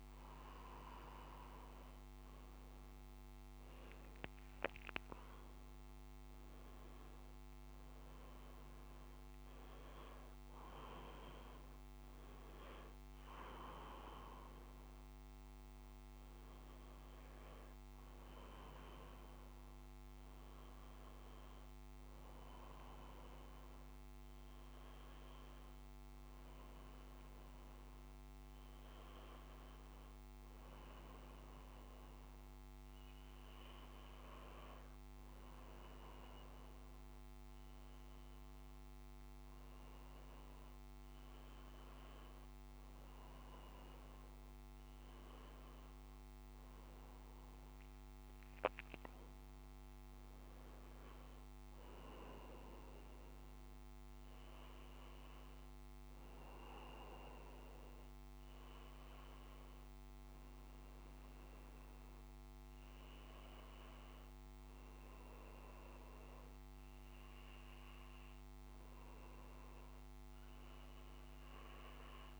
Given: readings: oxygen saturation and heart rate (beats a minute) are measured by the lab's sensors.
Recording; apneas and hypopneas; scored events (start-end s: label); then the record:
breathing in sleep, hard to hear, by a microphone on the trachea; none
1.00-4.50 s: arousal
7.50-72.40 s: new sleep stage, N1 (lightest sleep)
From the record:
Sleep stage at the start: N2 (light sleep); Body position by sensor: on the back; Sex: male